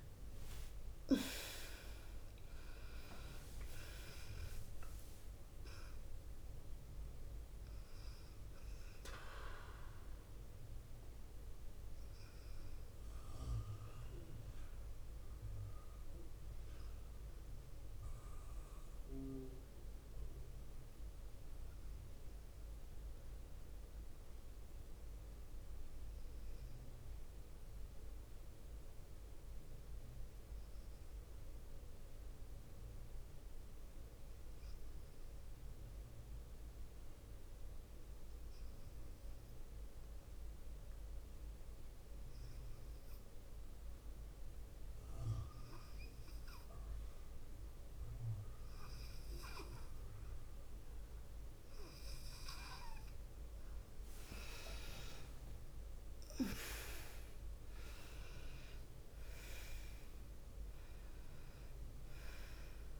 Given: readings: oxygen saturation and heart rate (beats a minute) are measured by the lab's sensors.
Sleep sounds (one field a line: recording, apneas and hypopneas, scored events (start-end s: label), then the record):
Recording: breathing in sleep by a room microphone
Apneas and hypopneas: 1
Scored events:
0.00-25.00 s: oxygen desaturation (device-marked, oxygen 88% lowest, heart rate 45 extreme)
17.00-51.50 s: obstructive apnea (oxygen 98% before, 88% lowest, heart rate 56 before, 46 extreme, up 5 after)
46.00-63.00 s: oxygen desaturation (device-marked, oxygen 99% before, 92% lowest, heart rate 52 before, 48 extreme)
54.00-58.00 s: arousal
From the record:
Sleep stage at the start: N2 (light sleep)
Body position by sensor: on the left side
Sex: female